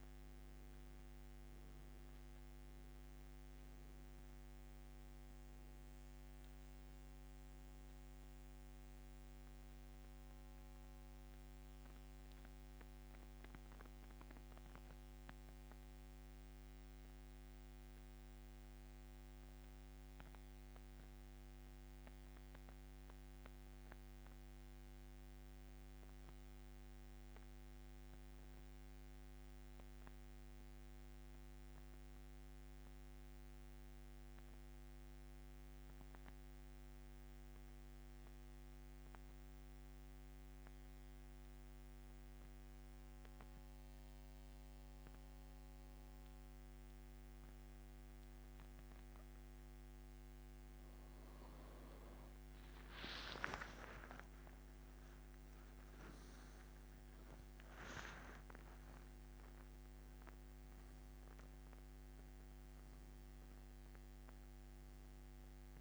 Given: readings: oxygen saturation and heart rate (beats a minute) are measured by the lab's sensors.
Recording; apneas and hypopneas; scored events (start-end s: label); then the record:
breathing in sleep, hard to hear, by a microphone on the trachea; 1
5.50-40.50 s: oxygen desaturation (device-marked, oxygen 97% before, 83% lowest, heart rate 103 before, 69 extreme)
17.00-49.00 s: mixed apnea (oxygen 97% before, 83% lowest, heart rate 92 before, 69 extreme, up 14 after)
26.50-65.81 s: new sleep stage, N2 (light sleep)
53.50-58.00 s: arousal
From the record:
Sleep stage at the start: N1 (lightest sleep); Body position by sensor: on the back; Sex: male